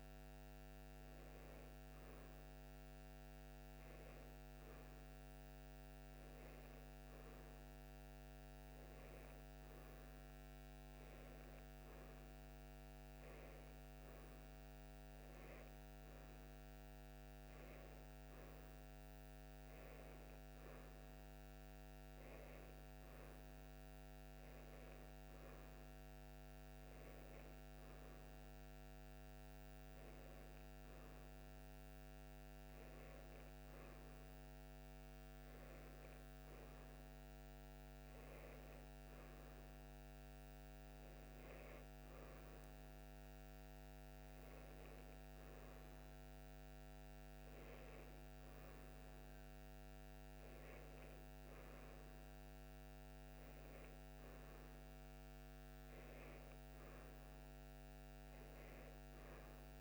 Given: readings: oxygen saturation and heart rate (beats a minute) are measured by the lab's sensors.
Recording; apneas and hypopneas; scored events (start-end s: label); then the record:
breathing in sleep, hard to hear, by a microphone on the trachea; none
none scored
From the record:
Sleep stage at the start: N1 (lightest sleep); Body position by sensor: on the right side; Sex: female